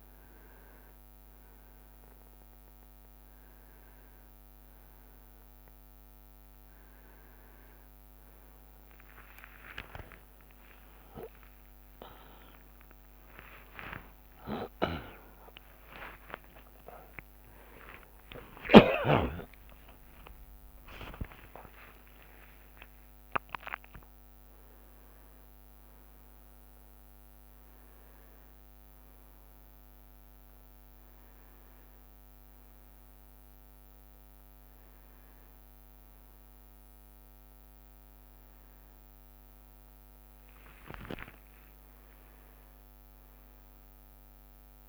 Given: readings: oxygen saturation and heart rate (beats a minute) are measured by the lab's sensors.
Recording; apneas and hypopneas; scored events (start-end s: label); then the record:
a person awake in a sleep study, by a microphone on the trachea; none
15.50-44.89 s: new sleep stage, awake
27.00-31.50 s: leg movement (device-marked)
41.00-44.89 s: leg movement (device-marked)
From the record:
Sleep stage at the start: N2 (light sleep); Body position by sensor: on the back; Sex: male